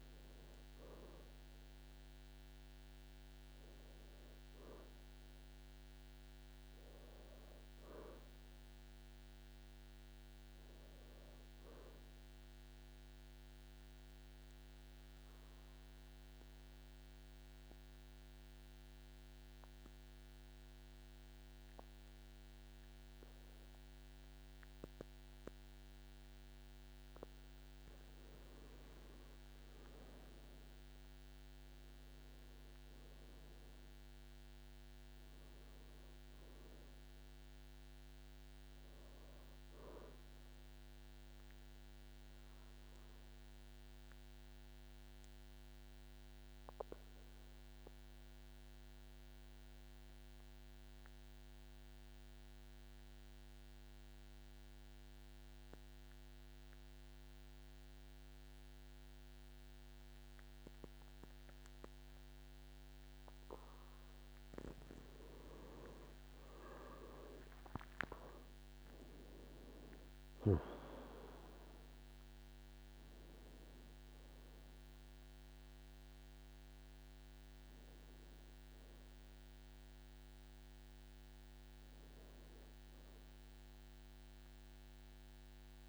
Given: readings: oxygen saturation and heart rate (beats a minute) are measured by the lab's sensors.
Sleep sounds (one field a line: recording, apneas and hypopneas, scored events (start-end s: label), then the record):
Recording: breathing in sleep by a microphone on the trachea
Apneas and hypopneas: 2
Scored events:
0.00-17.50 s: oxygen desaturation (device-marked, oxygen 96% lowest, heart rate 51 extreme)
13.00-27.50 s: mixed apnea (oxygen 100% before, 89% lowest, heart rate 60 before, 50 extreme, up 19 after)
29.50-57.50 s: oxygen desaturation (device-marked, oxygen 98% before, 92% lowest, heart rate 54 before, 50 extreme)
35.00-38.50 s: arousal
41.50-64.50 s: obstructive apnea (oxygen 98% before, 89% lowest, heart rate 61 before, 50 extreme, up 28 after)
65.50-85.89 s: oxygen desaturation (device-marked, oxygen 99% before, 89% lowest, heart rate 53 before, 50 extreme)
66.00-70.50 s: arousal
67.50-69.50 s: long interval between heartbeats (device-marked, heart rate 53 before, 69 extreme)
From the record:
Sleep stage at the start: N2 (light sleep)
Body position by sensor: on the back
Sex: male